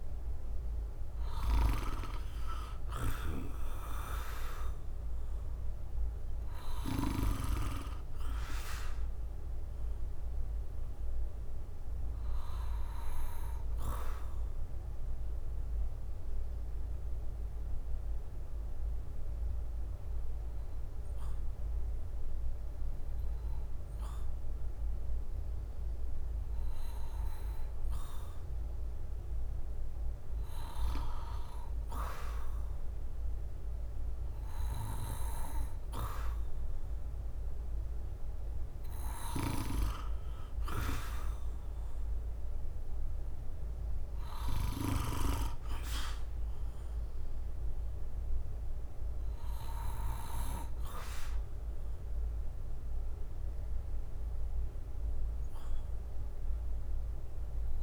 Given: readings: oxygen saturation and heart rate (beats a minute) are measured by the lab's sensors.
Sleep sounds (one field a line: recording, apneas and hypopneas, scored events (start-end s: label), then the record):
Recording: breathing in sleep by a room microphone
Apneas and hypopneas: 1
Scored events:
0.00-7.00 s: oxygen desaturation (device-marked, oxygen 88% lowest, heart rate 53 extreme)
0.00-23.00 s: drop in pulse transit time (device-marked, heart rate 60 extreme)
15.00-34.50 s: hypopnea (oxygen 90% before, 87% lowest, heart rate 63 before, 55 extreme, up 5 after)
22.00-37.00 s: bradycardia (device-marked, heart rate 57 before, 55 extreme)
37.50-41.00 s: arousal
39.00-48.00 s: drop in pulse transit time (device-marked, heart rate 58 before, 58 extreme)
49.00-52.00 s: bradycardia (device-marked, heart rate 57 before, 60 extreme)
50.00-57.83 s: oxygen desaturation (device-marked, oxygen 95% before, 90% lowest, heart rate 58 before, 50 extreme)
From the record:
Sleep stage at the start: REM sleep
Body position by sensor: on the back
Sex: male